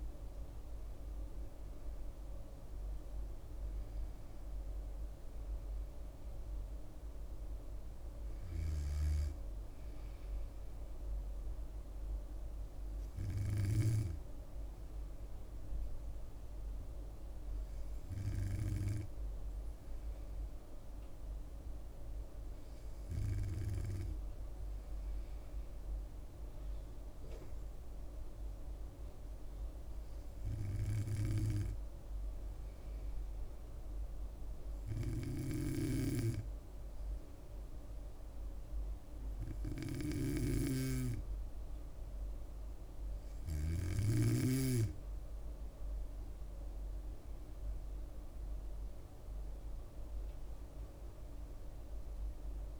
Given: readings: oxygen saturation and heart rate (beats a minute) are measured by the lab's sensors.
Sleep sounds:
breathing in sleep by a room microphone; 1
0.00-2.00 s: arousal
16.50-42.00 s: hypopnea (oxygen 97% before, 95% lowest, heart rate 69 before, 66 extreme, up 3 after)
35.50-44.00 s: snoring (device-marked)
45.00-49.00 s: arousal
From the record:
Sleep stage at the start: N2 (light sleep); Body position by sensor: on the back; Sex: female

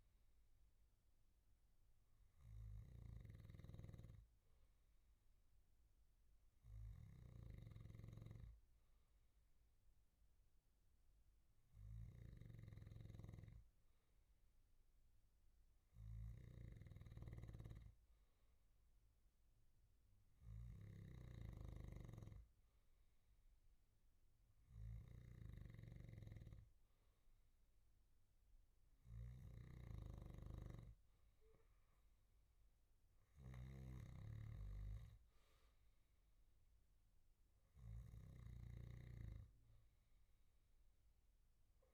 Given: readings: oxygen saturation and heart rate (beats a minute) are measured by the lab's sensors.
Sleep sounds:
breathing in sleep by a room microphone; none
0.00-41.94 s: snoring (device-marked)
From the record:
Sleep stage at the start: N2 (light sleep); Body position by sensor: on the back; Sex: male

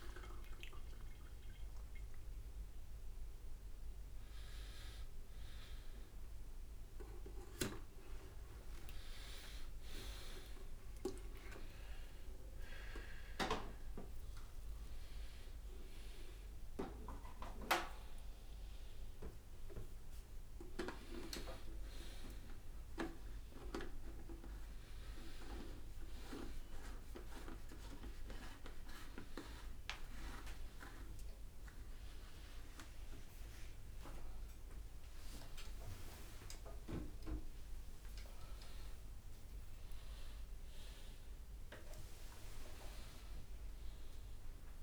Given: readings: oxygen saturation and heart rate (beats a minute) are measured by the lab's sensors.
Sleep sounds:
a person awake in a sleep study, by a room microphone; none
17.00-18.00 s: leg movement (device-marked)
18.50-25.50 s: leg movement (device-marked)
29.50-32.00 s: leg movement (device-marked)
34.00-39.00 s: oxygen desaturation (device-marked, oxygen 98% before, 94% lowest, heart rate 98 before, 87 extreme)
From the record:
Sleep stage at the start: awake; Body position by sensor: upright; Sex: male

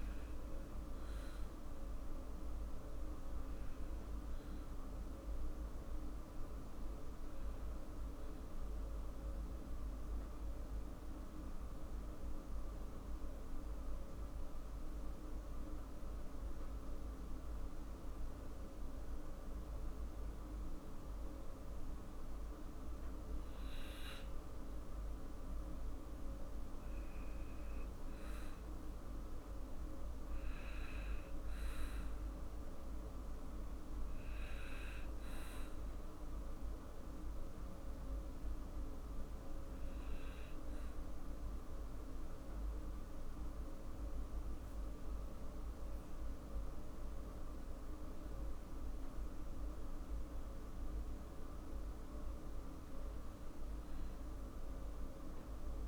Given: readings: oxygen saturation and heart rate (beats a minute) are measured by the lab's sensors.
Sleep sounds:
breathing in sleep, hard to hear, by a room microphone; 2
14.00-25.00 s: central apnea (oxygen 98% before, 97% lowest, heart rate 59 before, 54 extreme, up 6 after)
23.00-25.00 s: long interval between heartbeats (device-marked, heart rate 58 before, 58 extreme)
27.00-31.00 s: arousal
35.50-48.00 s: obstructive apnea (oxygen 99% before, 96% lowest, heart rate 57 before, 55 extreme, up 8 after)
52.50-55.88 s: arousal
From the record:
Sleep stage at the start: N1 (lightest sleep); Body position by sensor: on the back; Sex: male

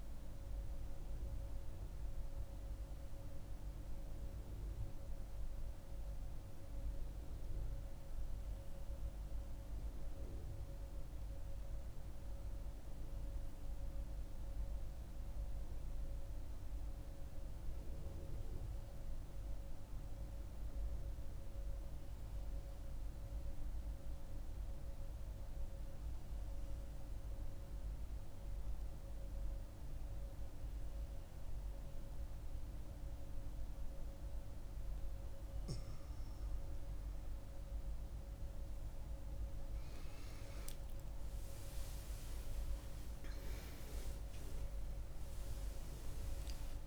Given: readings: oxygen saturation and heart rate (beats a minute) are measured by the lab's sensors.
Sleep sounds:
a person partly awake in a sleep study, hard to hear, by a room microphone; 1
0.00-6.50 s: oxygen desaturation (device-marked, oxygen 91% lowest, heart rate 63 extreme)
7.50-34.00 s: mixed apnea (oxygen 96% before, 90% lowest, heart rate 78 before, 63 extreme, up 13 after)
26.50-46.87 s: oxygen desaturation (device-marked, oxygen 99% before, 90% lowest, heart rate 67 before, 64 extreme)
28.50-46.87 s: new sleep stage, awake
From the record:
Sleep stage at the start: N2 (light sleep); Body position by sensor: on the right side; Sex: female

